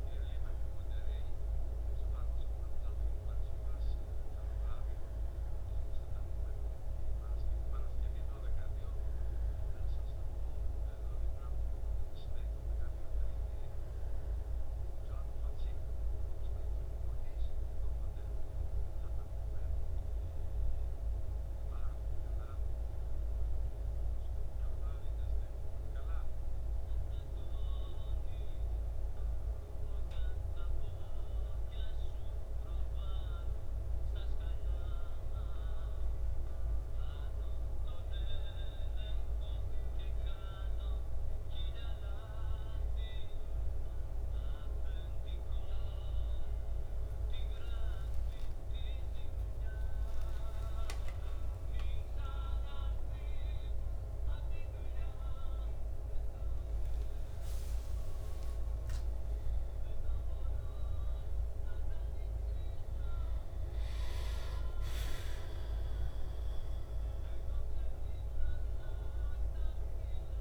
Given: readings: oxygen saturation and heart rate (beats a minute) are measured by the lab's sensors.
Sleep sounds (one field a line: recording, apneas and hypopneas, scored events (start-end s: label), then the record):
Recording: breathing in sleep, hard to hear, by a room microphone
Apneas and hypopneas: 1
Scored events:
0.00-4.50 s: arousal
30.50-44.00 s: hypopnea (oxygen 97% before, 95% lowest, heart rate 67 before, 65 extreme, up 27 after)
49.50-55.50 s: arousal
51.50-70.41 s: new sleep stage, N1 (lightest sleep)
52.50-54.50 s: long interval between heartbeats (device-marked, heart rate 67 before, 105 extreme)
55.50-57.50 s: long interval between heartbeats (device-marked, heart rate 74 before, 125 extreme)
From the record:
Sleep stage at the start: N2 (light sleep)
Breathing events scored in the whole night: 110 in 3.6 hours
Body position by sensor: on the back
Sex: male